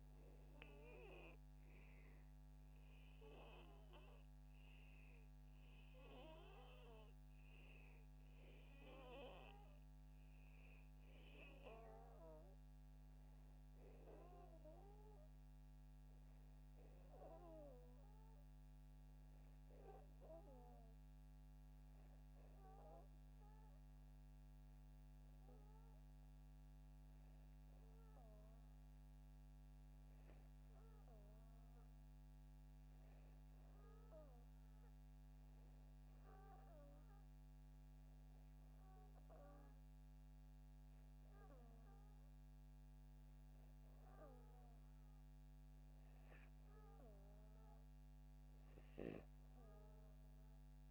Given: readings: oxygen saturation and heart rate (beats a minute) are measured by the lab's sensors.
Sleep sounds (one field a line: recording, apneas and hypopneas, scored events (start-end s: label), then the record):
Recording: breathing in sleep by a microphone on the trachea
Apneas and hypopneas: 1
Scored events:
0.00-3.50 s: oxygen desaturation (device-marked, oxygen 89% lowest, heart rate 76 extreme)
10.50-29.50 s: oxygen desaturation (device-marked, oxygen 94% before, 90% lowest, heart rate 87 before, 73 extreme)
17.00-30.50 s: hypopnea (oxygen 94% before, 90% lowest, heart rate 84 before, 73 extreme, up 3 after)
32.00-35.00 s: arousal
From the record:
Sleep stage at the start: REM sleep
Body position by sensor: upright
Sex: male